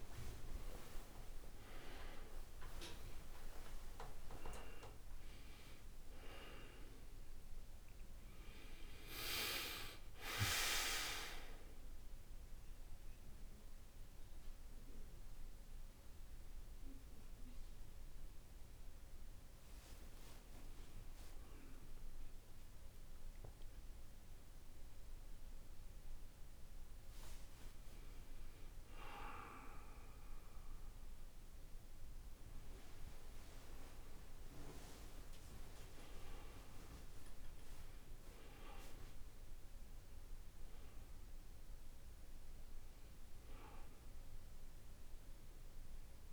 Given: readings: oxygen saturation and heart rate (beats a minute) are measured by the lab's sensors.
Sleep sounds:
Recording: a person awake in a sleep study, by a room microphone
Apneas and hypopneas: none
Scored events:
0.00-1.00 s: oxygen desaturation (device-marked, oxygen 91% lowest, heart rate 54 extreme)
45.00-46.33 s: new sleep stage, N1 (lightest sleep)
From the record:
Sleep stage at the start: awake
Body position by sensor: on the back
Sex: male

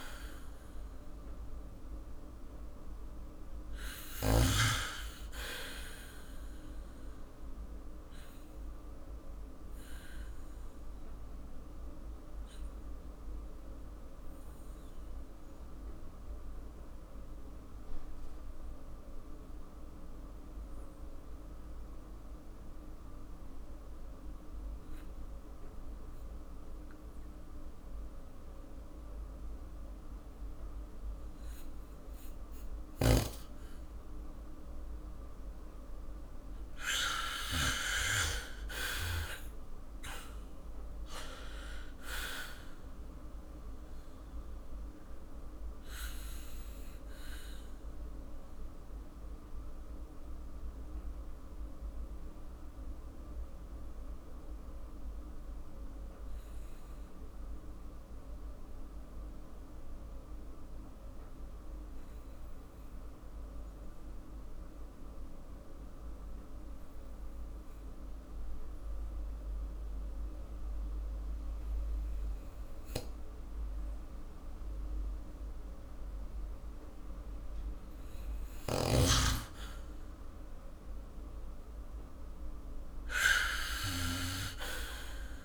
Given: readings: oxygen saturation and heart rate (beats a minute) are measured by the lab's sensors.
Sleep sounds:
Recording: breathing in sleep by a room microphone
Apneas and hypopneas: 2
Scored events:
0.00-3.50 s: arousal
0.00-4.50 s: snoring (device-marked)
8.50-33.50 s: obstructive apnea (oxygen 97% before, 92% lowest, heart rate 50 before, 45 extreme, up 12 after)
37.00-41.00 s: arousal
43.50-81.00 s: mixed apnea (oxygen 97% before, 92% lowest, heart rate 52 before, 45 extreme, up 8 after)
76.00-85.45 s: oxygen desaturation (device-marked, oxygen 97% before, 92% lowest, heart rate 48 before, 46 extreme)
78.50-85.45 s: snoring (device-marked)
83.00-85.45 s: arousal
From the record:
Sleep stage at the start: N2 (light sleep)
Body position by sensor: on the back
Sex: male

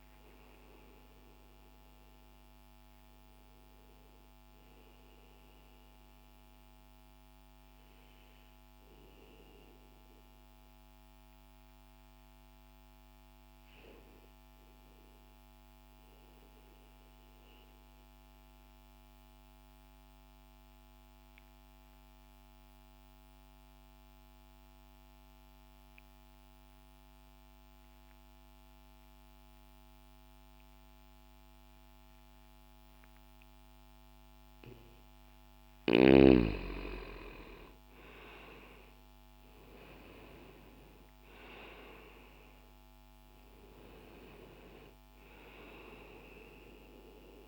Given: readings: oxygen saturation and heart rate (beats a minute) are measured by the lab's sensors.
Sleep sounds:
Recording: breathing in sleep by a microphone on the trachea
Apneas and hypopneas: 1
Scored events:
0.00-21.50 s: oxygen desaturation (device-marked, oxygen 81% lowest, heart rate 60 extreme)
14.50-34.00 s: obstructive apnea (oxygen 96% before, 86% lowest, heart rate 72 before, 60 extreme, up 0 after)
30.50-47.48 s: oxygen desaturation (device-marked, oxygen 99% before, 88% lowest, heart rate 60 before, 60 extreme)
36.50-41.50 s: arousal
From the record:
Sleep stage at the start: N1 (lightest sleep)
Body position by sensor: on the left side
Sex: male

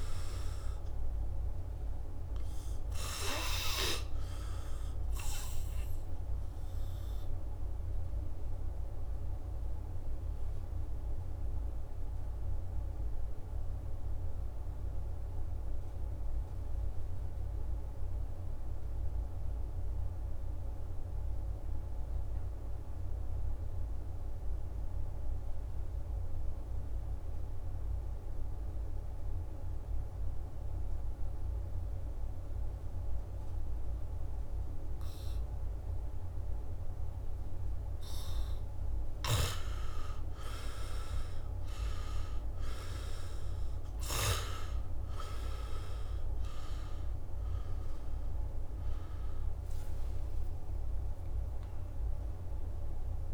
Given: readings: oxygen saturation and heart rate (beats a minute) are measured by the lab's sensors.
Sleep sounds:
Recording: breathing in sleep, hard to hear, by a room microphone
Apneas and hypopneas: 1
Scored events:
0.00-24.00 s: oxygen desaturation (device-marked, oxygen 81% lowest, heart rate 64 extreme)
2.00-37.50 s: obstructive apnea (oxygen 99% before, 81% lowest, heart rate 69 before, 64 extreme, up 7 after)
36.00-53.34 s: oxygen desaturation (device-marked, oxygen 98% before, 82% lowest, heart rate 67 before, 61 extreme)
39.00-42.50 s: arousal
49.50-53.34 s: arousal
From the record:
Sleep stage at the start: N2 (light sleep)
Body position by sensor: on the back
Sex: male

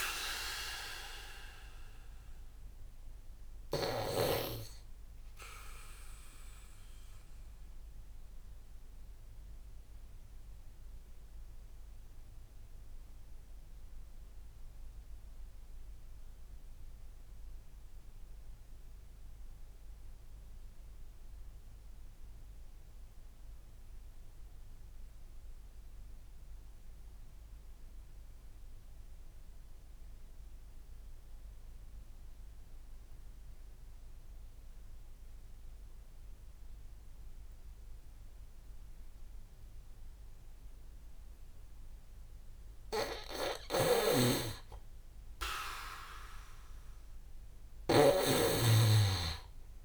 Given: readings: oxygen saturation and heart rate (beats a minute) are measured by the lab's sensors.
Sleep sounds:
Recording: breathing in sleep by a room microphone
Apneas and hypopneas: 1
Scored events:
0.00-3.50 s: snoring (device-marked)
5.00-41.50 s: obstructive apnea (oxygen 99% before, 94% lowest)
43.00-49.85 s: snoring (device-marked)
44.00-49.00 s: arousal
From the record:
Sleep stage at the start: N2 (light sleep)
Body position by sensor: on the back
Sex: male

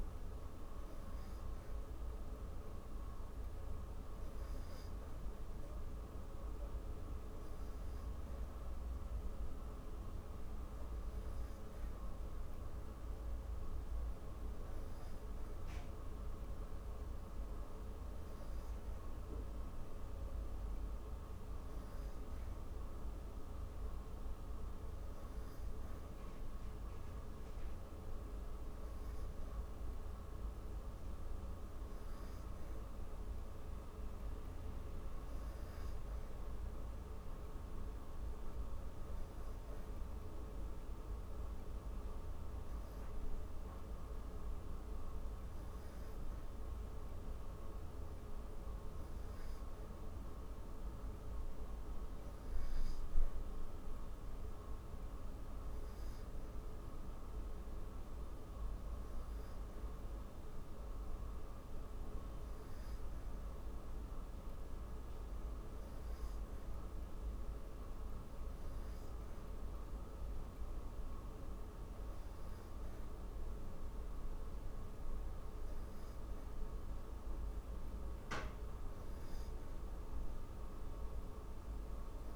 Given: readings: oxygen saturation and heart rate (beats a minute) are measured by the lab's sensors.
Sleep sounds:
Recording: breathing in sleep, hard to hear, by a room microphone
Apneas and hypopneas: none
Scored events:
none scored
From the record:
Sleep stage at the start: N3 (deep sleep)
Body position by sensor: on the back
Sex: female

